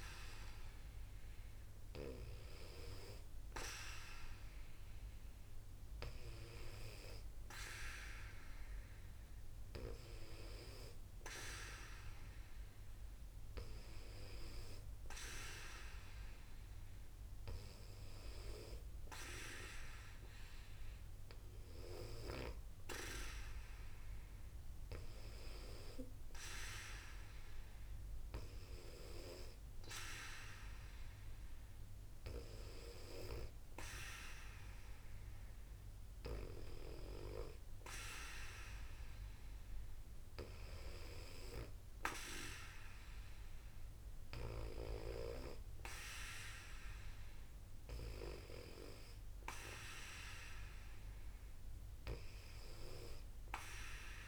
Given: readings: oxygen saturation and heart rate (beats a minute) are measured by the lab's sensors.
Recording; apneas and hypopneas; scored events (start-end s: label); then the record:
breathing in sleep by a room microphone; none
0.00-8.50 s: oxygen desaturation (device-marked, oxygen 92% lowest, heart rate 60 extreme)
From the record:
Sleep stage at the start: N2 (light sleep); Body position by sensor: on the back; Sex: female